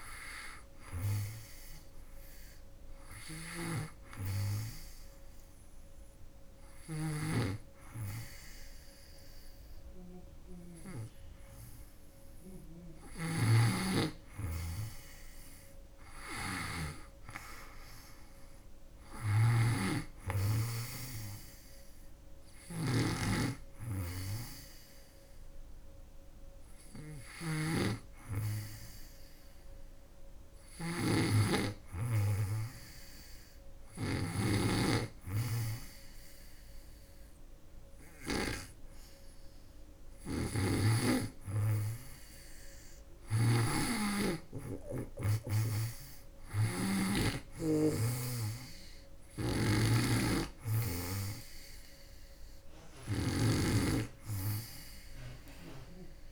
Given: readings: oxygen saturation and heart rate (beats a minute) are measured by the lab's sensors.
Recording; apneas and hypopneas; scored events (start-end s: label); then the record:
breathing in sleep by a room microphone; none
3.00-6.50 s: snoring (device-marked)
12.50-16.50 s: snoring (device-marked)
18.50-38.00 s: snoring (device-marked)
42.50-56.32 s: snoring (device-marked)
From the record:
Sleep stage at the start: N2 (light sleep); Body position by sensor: on the back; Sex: female